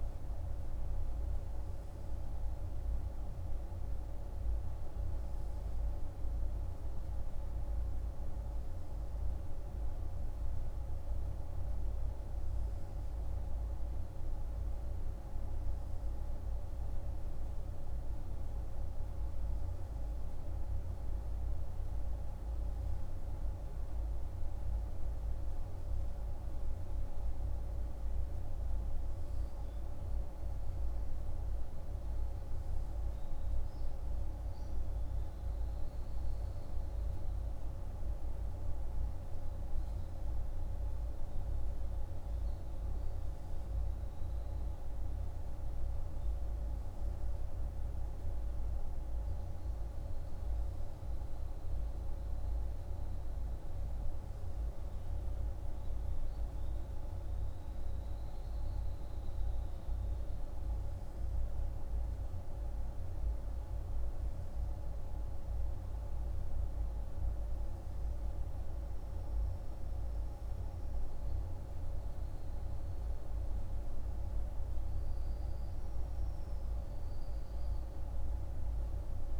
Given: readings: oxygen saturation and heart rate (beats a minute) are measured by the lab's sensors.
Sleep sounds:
breathing in sleep, hard to hear, by a room microphone; none
none scored
From the record:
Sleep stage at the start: N3 (deep sleep); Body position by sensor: on the right side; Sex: male

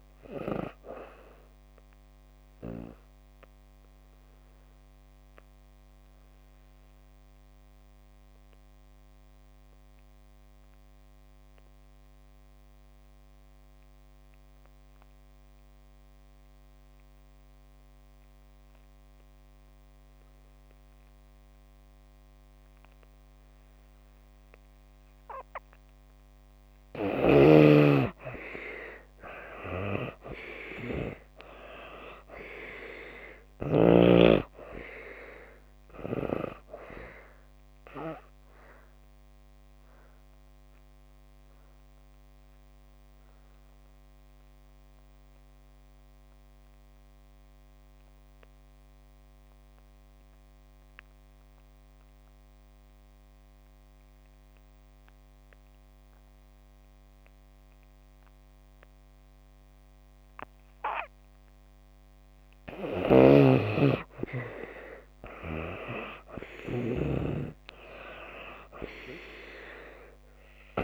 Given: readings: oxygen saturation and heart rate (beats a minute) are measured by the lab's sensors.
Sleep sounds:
breathing in sleep by a microphone on the trachea; 2
0.00-25.00 s: oxygen desaturation (device-marked, oxygen 70% lowest)
2.50-26.00 s: obstructive apnea (oxygen 94% before, 70% lowest)
27.00-58.00 s: oxygen desaturation (device-marked, oxygen 95% before, 71% lowest)
28.00-32.00 s: arousal
37.00-61.50 s: obstructive apnea (oxygen 95% before, 70% lowest)
60.00-70.84 s: oxygen desaturation (device-marked, oxygen 96% before, 70% lowest)
63.50-68.50 s: arousal
From the record:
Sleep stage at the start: N2 (light sleep); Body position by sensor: on the back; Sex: female

